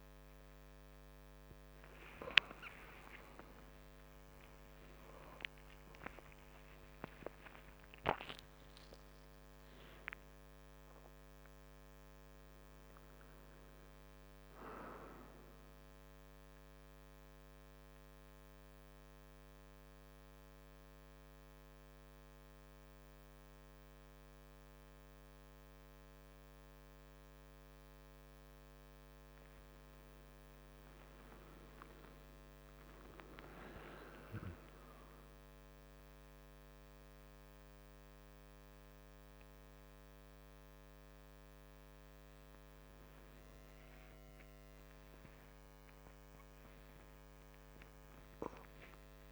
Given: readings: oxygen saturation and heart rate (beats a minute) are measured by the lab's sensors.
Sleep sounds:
a person awake in a sleep study, by a microphone on the trachea; none
none scored
From the record:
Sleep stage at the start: awake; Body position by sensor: on the back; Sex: male

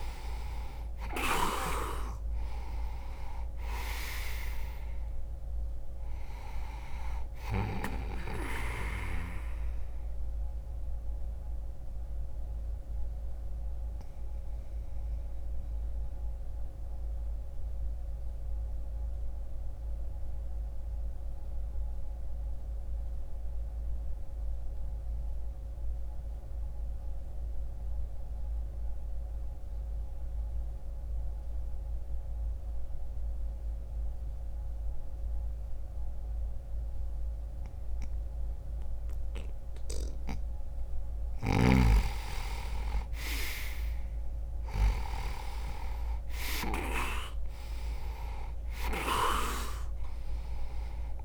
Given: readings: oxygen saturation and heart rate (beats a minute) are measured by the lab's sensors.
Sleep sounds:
breathing in sleep by a room microphone; 1
9.00-41.00 s: obstructive apnea (oxygen 98% before, 86% lowest)
21.50-33.50 s: oxygen desaturation (device-marked, oxygen 93% before, 86% lowest)
42.00-46.00 s: arousal
From the record:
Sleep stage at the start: N2 (light sleep); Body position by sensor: on the back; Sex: male

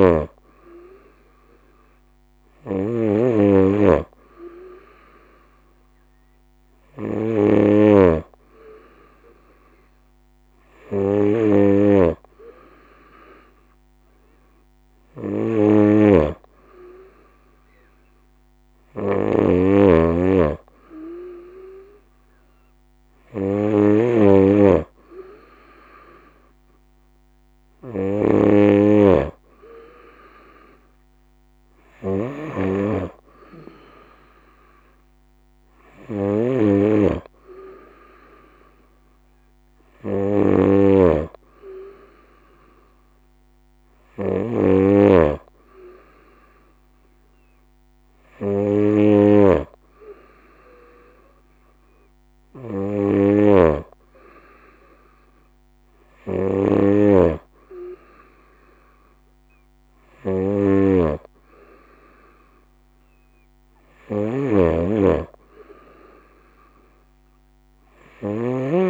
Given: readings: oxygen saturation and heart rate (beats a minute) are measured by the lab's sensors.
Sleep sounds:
breathing in sleep by a microphone on the trachea; none
0.00-53.00 s: snoring (device-marked)
55.00-68.90 s: snoring (device-marked)
From the record:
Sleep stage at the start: N2 (light sleep); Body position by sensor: on the right side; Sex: female

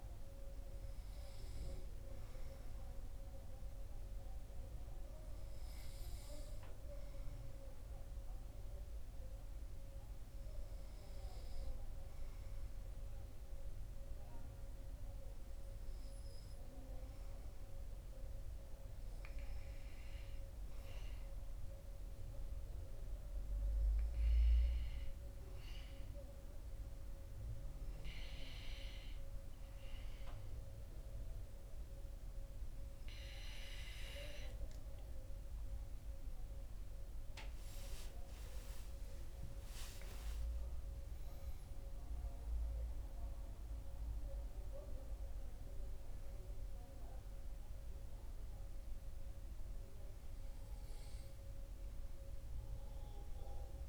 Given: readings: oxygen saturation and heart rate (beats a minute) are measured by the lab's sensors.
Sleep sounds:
breathing in sleep by a room microphone; none
36.00-40.00 s: arousal
From the record:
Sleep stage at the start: REM sleep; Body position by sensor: on the back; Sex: male

